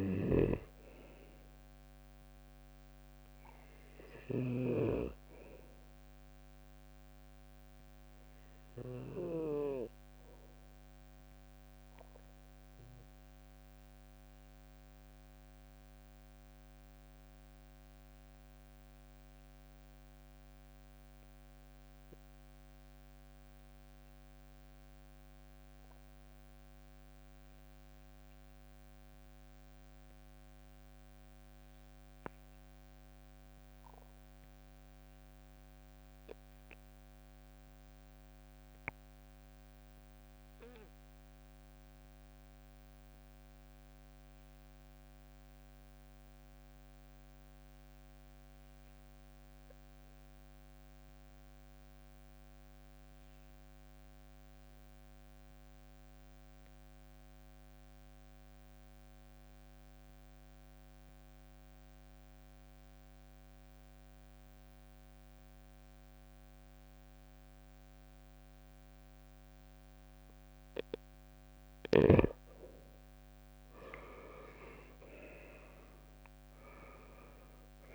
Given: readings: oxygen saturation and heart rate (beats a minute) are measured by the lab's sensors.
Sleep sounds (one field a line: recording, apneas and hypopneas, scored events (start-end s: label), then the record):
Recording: breathing in sleep by a microphone on the trachea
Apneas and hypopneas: 1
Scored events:
0.00-4.00 s: snoring (device-marked)
4.50-17.50 s: oxygen desaturation (device-marked, oxygen 95% before, 91% lowest, heart rate 71 before, 66 extreme)
11.50-71.00 s: obstructive apnea (oxygen 95% before, 87% lowest, heart rate 68 before, 64 extreme, up 9 after)
61.50-77.95 s: oxygen desaturation (device-marked, oxygen 97% before, 93% lowest, heart rate 67 before, 66 extreme)
73.00-76.50 s: arousal
From the record:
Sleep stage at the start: N2 (light sleep)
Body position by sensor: on the right side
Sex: male